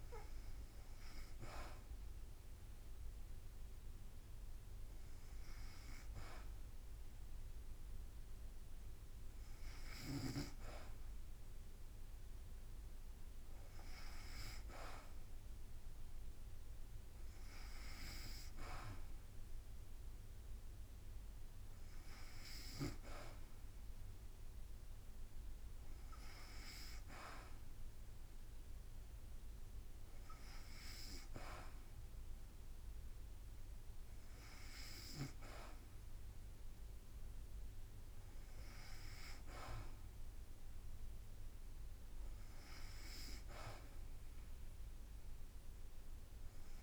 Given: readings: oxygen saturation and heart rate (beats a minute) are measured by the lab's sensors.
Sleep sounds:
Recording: breathing in sleep by a room microphone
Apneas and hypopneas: none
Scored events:
none scored
From the record:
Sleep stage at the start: N2 (light sleep)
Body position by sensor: on the back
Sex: female

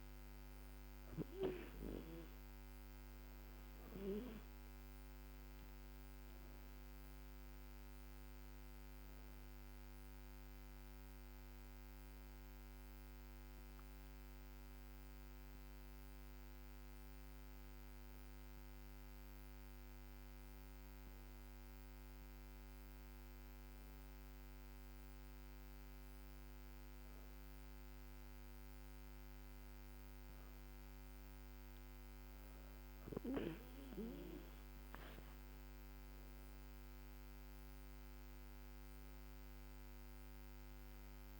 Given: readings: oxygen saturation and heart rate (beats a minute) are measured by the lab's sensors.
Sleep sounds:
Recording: breathing in sleep by a microphone on the trachea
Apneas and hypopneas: none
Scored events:
none scored
From the record:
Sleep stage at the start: N2 (light sleep)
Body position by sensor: on the back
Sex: female

